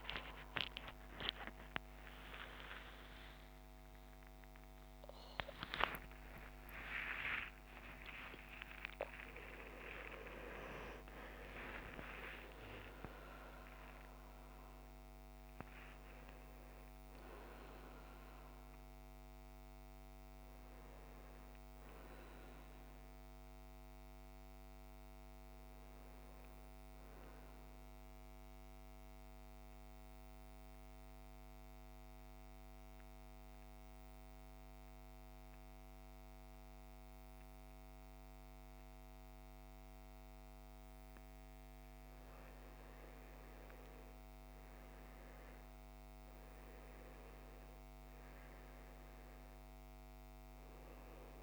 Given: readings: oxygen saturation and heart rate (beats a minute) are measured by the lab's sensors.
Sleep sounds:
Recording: a person partly awake in a sleep study, by a microphone on the trachea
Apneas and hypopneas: 1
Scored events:
15.00-51.43 s: new sleep stage, N2 (light sleep)
28.00-41.50 s: central apnea (oxygen 98% before, 90% lowest, heart rate 91 before, 54 extreme, up 7 after)
45.00-49.00 s: arousal
48.00-51.43 s: oxygen desaturation (device-marked, oxygen 99% before, 90% lowest, heart rate 58 before, 55 extreme)
From the record:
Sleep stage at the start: awake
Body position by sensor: on the back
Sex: male

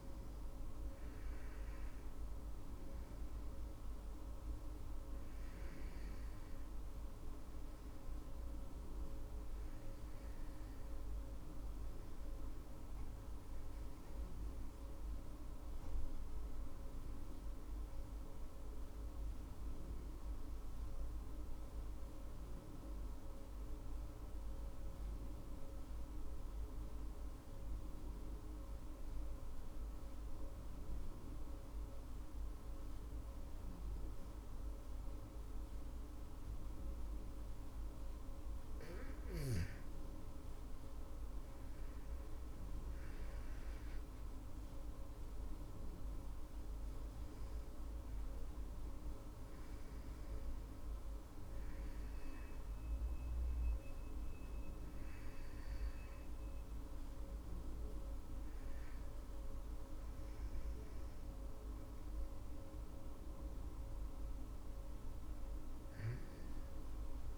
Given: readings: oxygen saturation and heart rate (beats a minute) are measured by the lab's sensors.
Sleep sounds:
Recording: breathing in sleep, hard to hear, by a room microphone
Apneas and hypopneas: 1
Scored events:
17.50-35.50 s: obstructive apnea (oxygen 99% before, 94% lowest, heart rate 56 before, 52 extreme, up 19 after)
37.00-59.00 s: oxygen desaturation (device-marked, oxygen 99% before, 94% lowest, heart rate 57 before, 52 extreme)
39.50-44.00 s: arousal
From the record:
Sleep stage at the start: N2 (light sleep)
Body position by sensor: on the back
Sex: female

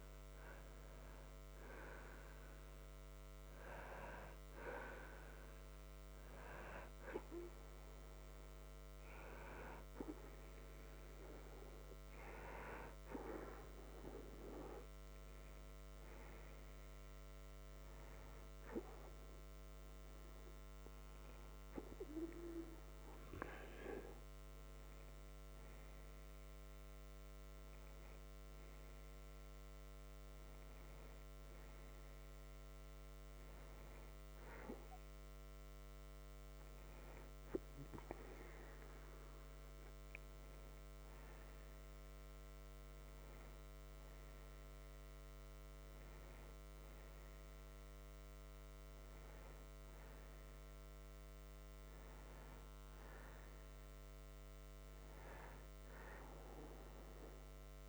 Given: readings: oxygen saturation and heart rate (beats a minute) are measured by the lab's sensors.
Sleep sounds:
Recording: breathing in sleep by a microphone on the trachea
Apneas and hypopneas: none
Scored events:
none scored
From the record:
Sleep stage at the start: N2 (light sleep)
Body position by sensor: on the right side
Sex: male

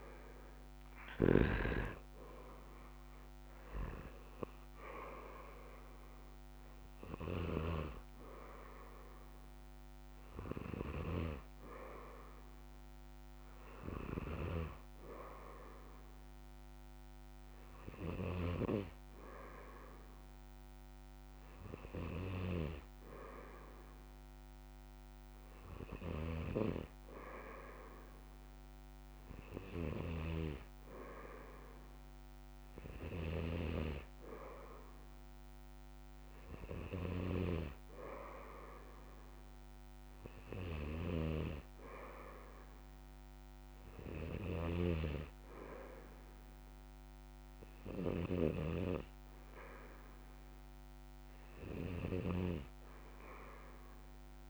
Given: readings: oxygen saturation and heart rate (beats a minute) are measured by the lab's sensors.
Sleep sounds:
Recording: breathing in sleep by a microphone on the trachea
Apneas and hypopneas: none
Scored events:
0.00-1.50 s: snoring (device-marked)
0.00-2.00 s: arousal
26.00-54.49 s: snoring (device-marked)
From the record:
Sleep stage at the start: N2 (light sleep)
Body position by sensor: on the back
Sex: male

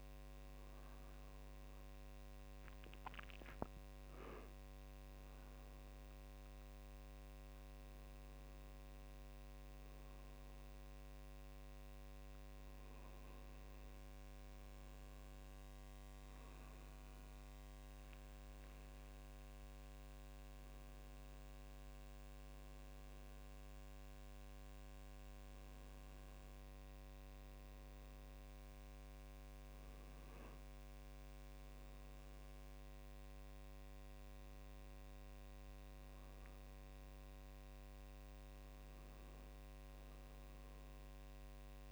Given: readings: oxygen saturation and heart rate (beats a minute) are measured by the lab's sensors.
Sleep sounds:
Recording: a person awake in a sleep study, hard to hear, by a microphone on the trachea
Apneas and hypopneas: none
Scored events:
0.00-4.00 s: arousal
From the record:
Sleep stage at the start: awake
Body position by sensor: on the right side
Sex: male

